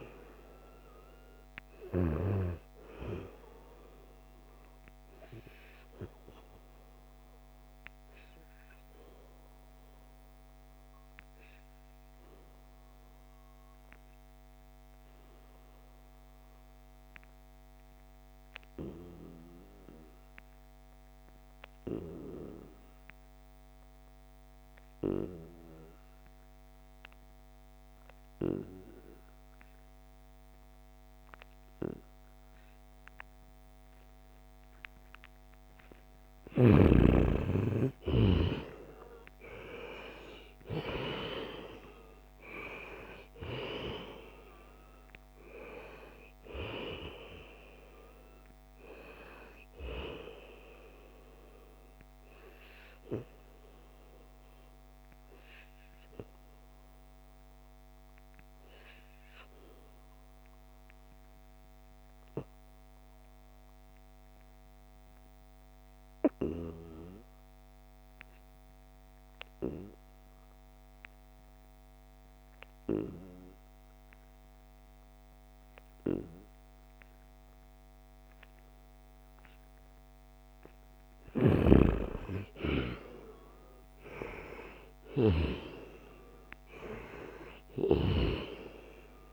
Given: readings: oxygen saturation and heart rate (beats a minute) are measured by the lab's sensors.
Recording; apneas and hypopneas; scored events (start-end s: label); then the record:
breathing in sleep by a microphone on the trachea; 2
0.00-16.50 s: oxygen desaturation (device-marked, oxygen 88% lowest, heart rate 70 extreme)
4.50-35.00 s: obstructive apnea (oxygen 98% before, 88% lowest, heart rate 75 before, 70 extreme, up 35 after)
31.50-61.50 s: oxygen desaturation (device-marked, oxygen 97% before, 88% lowest, heart rate 73 before, 70 extreme)
36.00-41.00 s: arousal
42.50-44.50 s: long interval between heartbeats (device-marked, heart rate 72 before, 105 extreme)
51.00-80.50 s: obstructive apnea (oxygen 97% before, 88% lowest, heart rate 85 before, 70 extreme, up 3 after)
81.50-85.50 s: arousal
81.50-89.33 s: oxygen desaturation (device-marked, oxygen 97% before, 89% lowest, heart rate 75 before, 69 extreme)
From the record:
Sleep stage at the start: N2 (light sleep); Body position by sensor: on the back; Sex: male